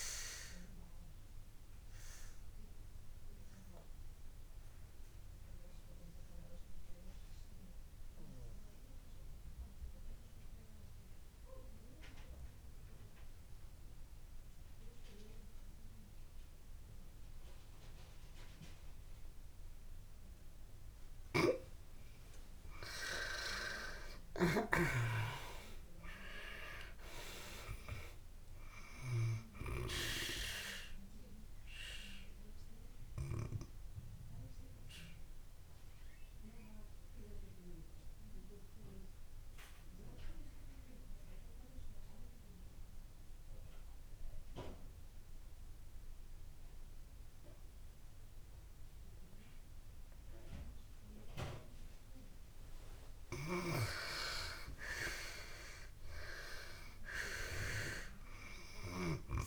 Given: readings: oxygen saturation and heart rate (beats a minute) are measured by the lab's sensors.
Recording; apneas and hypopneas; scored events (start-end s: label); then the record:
breathing in sleep by a room microphone; 2
0.00-19.00 s: oxygen desaturation (device-marked, oxygen 75% lowest)
1.00-21.00 s: obstructive apnea (oxygen 96% before, 74% lowest)
21.00-50.00 s: oxygen desaturation (device-marked, oxygen 96% before, 74% lowest)
23.00-26.50 s: arousal
30.50-52.50 s: obstructive apnea (oxygen 96% before, 74% lowest)
54.50-57.50 s: arousal
55.00-59.47 s: oxygen desaturation (device-marked, oxygen 97% before, 76% lowest)
From the record:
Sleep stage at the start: N2 (light sleep); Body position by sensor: on the back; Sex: female